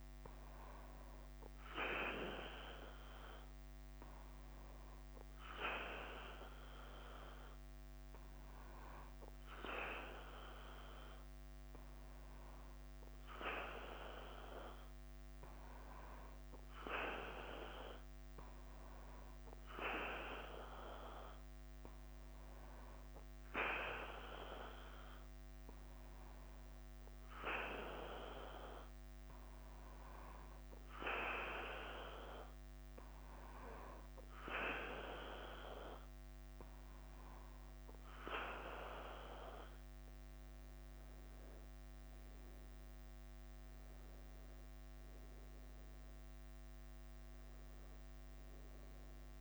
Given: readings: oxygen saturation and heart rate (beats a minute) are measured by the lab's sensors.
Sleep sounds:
breathing in sleep by a microphone on the trachea; 1
0.00-49.41 s: bradycardia (device-marked, heart rate 42 extreme)
22.50-37.00 s: hypopnea (oxygen 96% before, 93% lowest, heart rate 51 before, 48 extreme, up 0 after)
40.00-44.50 s: arousal
From the record:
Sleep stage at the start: N2 (light sleep); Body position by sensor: on the back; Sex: male

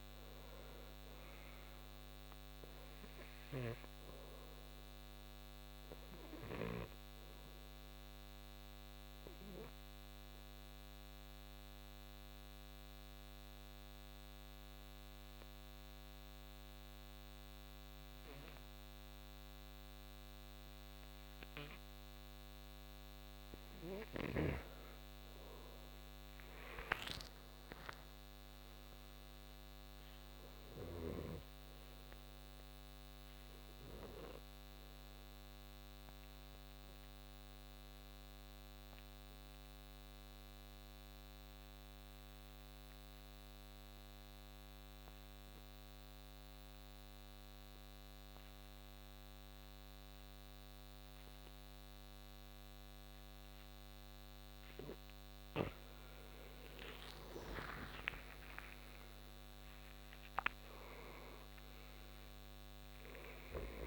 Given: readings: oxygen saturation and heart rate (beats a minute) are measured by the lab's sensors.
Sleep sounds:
breathing in sleep by a microphone on the trachea; 2
0.00-18.50 s: oxygen desaturation (device-marked, oxygen 85% lowest, heart rate 63 extreme)
5.00-24.50 s: obstructive apnea (oxygen 96% before, 83% lowest, heart rate 71 before, 63 extreme, up 8 after)
27.00-30.50 s: arousal
27.50-45.50 s: oxygen desaturation (device-marked, oxygen 98% before, 86% lowest, heart rate 67 before, 63 extreme)
35.00-55.00 s: obstructive apnea (oxygen 98% before, 83% lowest, heart rate 69 before, 61 extreme, up 12 after)
52.50-63.87 s: oxygen desaturation (device-marked, oxygen 97% before, 83% lowest, heart rate 67 before, 61 extreme)
57.50-61.50 s: arousal
From the record:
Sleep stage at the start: N2 (light sleep); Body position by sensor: on the back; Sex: male

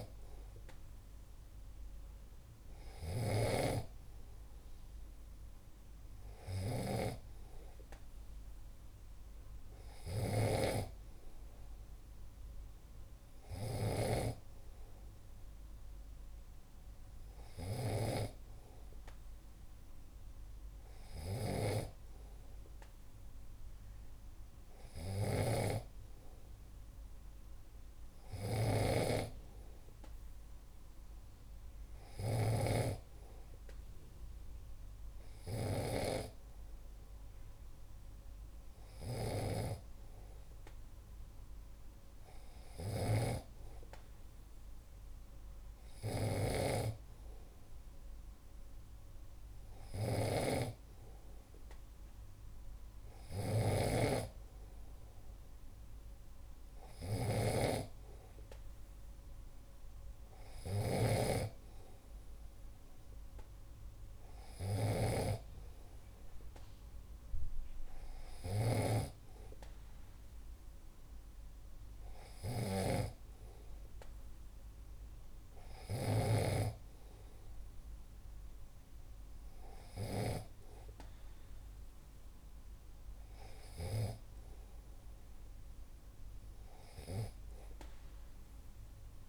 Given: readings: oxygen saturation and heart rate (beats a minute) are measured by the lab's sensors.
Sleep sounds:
breathing in sleep by a room microphone; none
0.00-80.50 s: snoring (device-marked)
From the record:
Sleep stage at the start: N2 (light sleep); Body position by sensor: on the back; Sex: male

